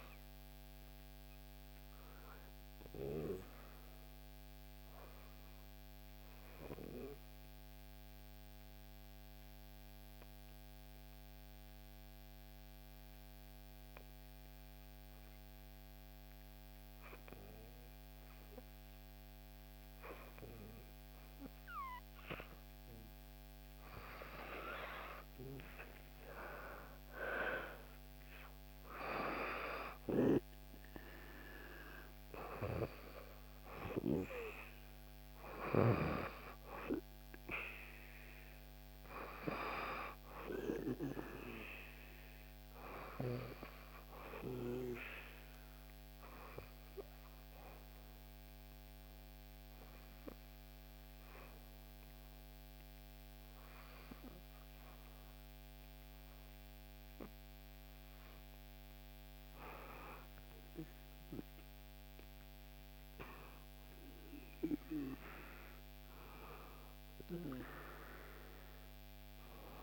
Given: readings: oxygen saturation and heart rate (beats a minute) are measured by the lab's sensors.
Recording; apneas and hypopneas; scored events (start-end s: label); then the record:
breathing in sleep by a microphone on the trachea; 2
4.50-25.00 s: obstructive apnea (oxygen 96% before, 89% lowest, heart rate 61 before, 59 extreme, up 5 after)
20.00-49.00 s: oxygen desaturation (device-marked, oxygen 96% before, 89% lowest, heart rate 60 before, 59 extreme)
25.50-29.50 s: arousal
43.50-58.00 s: obstructive apnea (oxygen 96% before, 88% lowest, heart rate 62 before, 58 extreme, up 6 after)
60.00-63.50 s: arousal
From the record:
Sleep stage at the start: N2 (light sleep); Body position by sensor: on the back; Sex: female